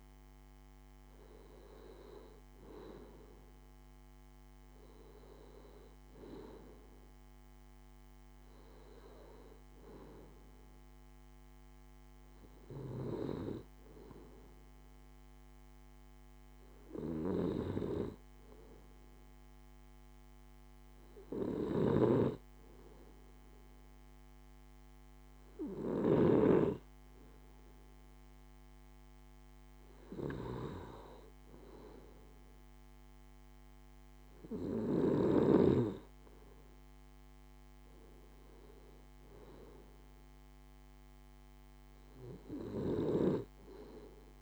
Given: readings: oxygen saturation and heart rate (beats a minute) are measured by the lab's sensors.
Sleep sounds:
breathing in sleep by a microphone on the trachea; 1
13.50-29.00 s: hypopnea (oxygen 95% before, 92% lowest)
30.50-34.50 s: arousal
From the record:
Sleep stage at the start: N2 (light sleep); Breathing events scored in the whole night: 132 in 5.7 hours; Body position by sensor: on the left side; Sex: male

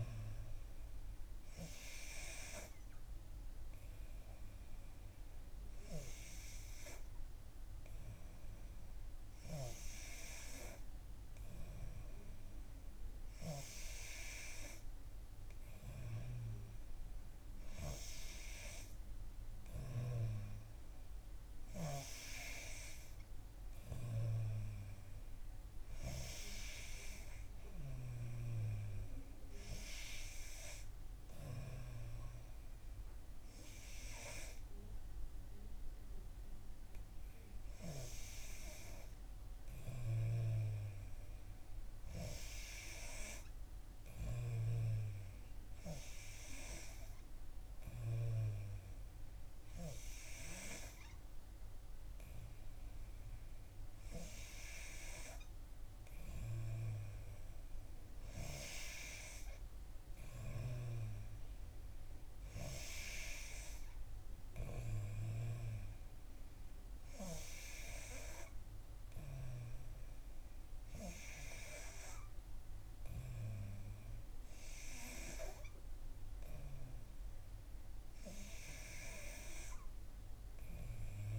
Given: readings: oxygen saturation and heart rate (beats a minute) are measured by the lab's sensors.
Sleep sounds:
breathing in sleep by a room microphone; none
73.00-77.00 s: arousal
From the record:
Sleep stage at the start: N3 (deep sleep); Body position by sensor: on the back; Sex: female

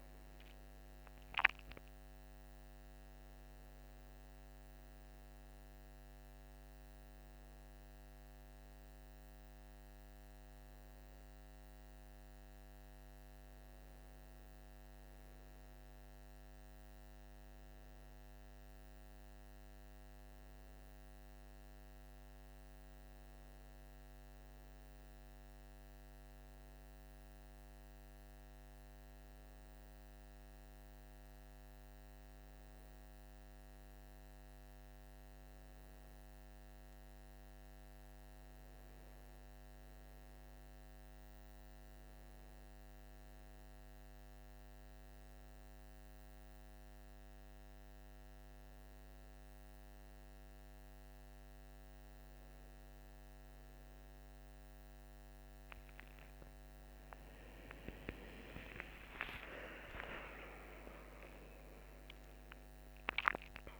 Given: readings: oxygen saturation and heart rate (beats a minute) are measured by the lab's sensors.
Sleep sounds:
a person awake in a sleep study, by a microphone on the trachea; none
none scored
From the record:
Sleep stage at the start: awake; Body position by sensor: on the right side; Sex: male

